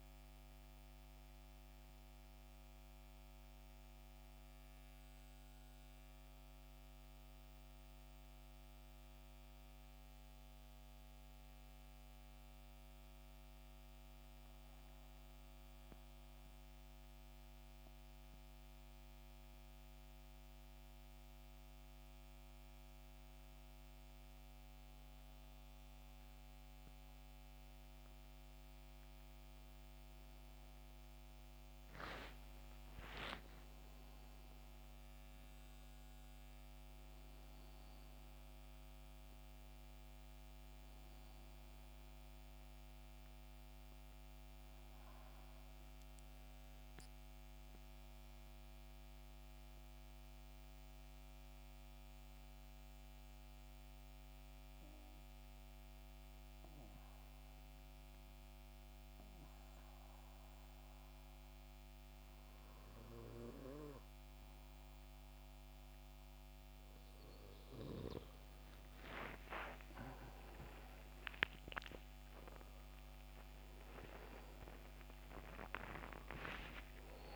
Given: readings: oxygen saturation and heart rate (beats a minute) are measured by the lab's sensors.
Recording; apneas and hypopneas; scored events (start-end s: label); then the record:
breathing in sleep by a microphone on the trachea; 2
0.00-25.50 s: oxygen desaturation (device-marked, oxygen 80% lowest, heart rate 68 extreme)
14.00-27.00 s: hypopnea (oxygen 92% before, 80% lowest, heart rate 80 before, 68 extreme, up 10 after)
32.50-37.00 s: arousal
40.50-59.50 s: oxygen desaturation (device-marked, oxygen 96% before, 89% lowest, heart rate 73 before, 68 extreme)
45.50-64.00 s: mixed apnea (oxygen 97% before, 87% lowest, heart rate 75 before, 68 extreme, up 7 after)
69.00-74.50 s: arousal
72.50-77.36 s: oxygen desaturation (device-marked, oxygen 93% before, 87% lowest, heart rate 69 before, 66 extreme)
From the record:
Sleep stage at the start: N2 (light sleep); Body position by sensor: on the back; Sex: male